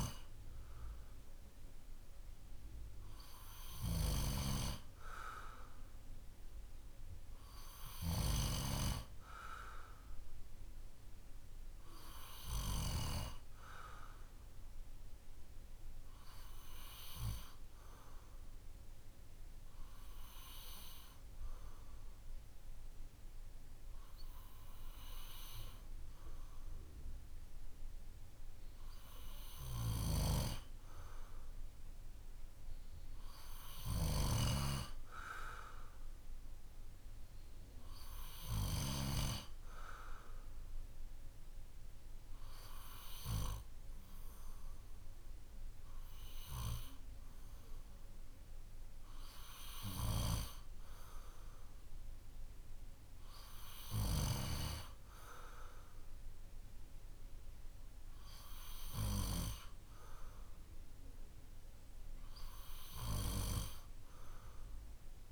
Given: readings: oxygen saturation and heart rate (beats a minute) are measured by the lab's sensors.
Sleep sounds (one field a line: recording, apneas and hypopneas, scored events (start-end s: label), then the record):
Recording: breathing in sleep by a room microphone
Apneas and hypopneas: none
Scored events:
none scored
From the record:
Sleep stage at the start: N2 (light sleep)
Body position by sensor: on the back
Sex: male